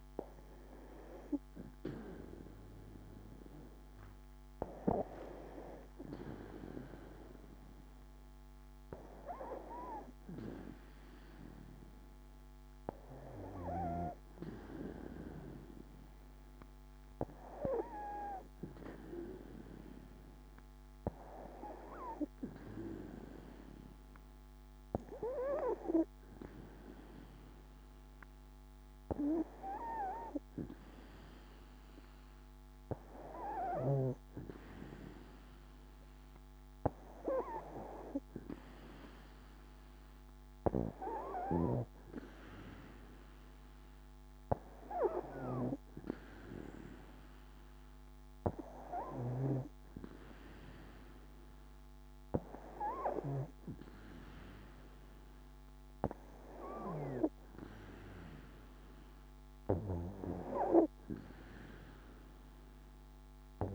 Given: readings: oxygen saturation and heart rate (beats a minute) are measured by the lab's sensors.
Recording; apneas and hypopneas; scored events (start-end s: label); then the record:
breathing in sleep by a microphone on the trachea; none
none scored
From the record:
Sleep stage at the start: N2 (light sleep); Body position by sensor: on the back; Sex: female